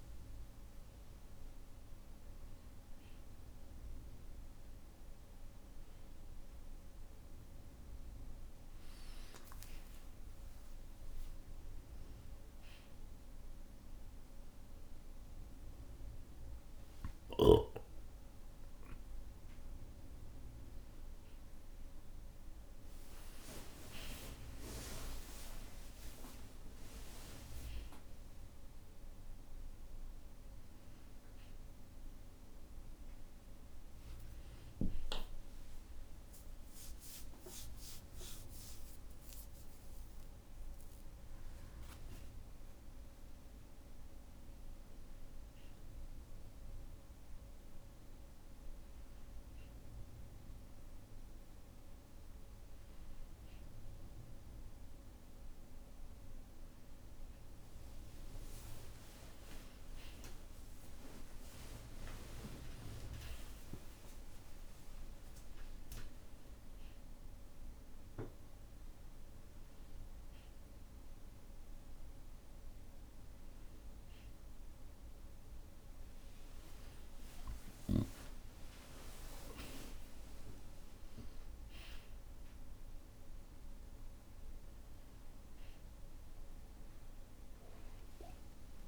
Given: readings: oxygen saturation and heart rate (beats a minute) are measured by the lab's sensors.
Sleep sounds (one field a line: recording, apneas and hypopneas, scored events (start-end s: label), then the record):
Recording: a person awake in a sleep study, by a room microphone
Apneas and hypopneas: none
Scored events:
34.00-40.00 s: tachycardia (device-marked, heart rate 71 before, 122 extreme)
37.50-39.50 s: long interval between heartbeats (device-marked, heart rate 65 before, 110 extreme)
57.00-88.88 s: new sleep stage, N1 (lightest sleep)
From the record:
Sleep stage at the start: awake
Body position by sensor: on the back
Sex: male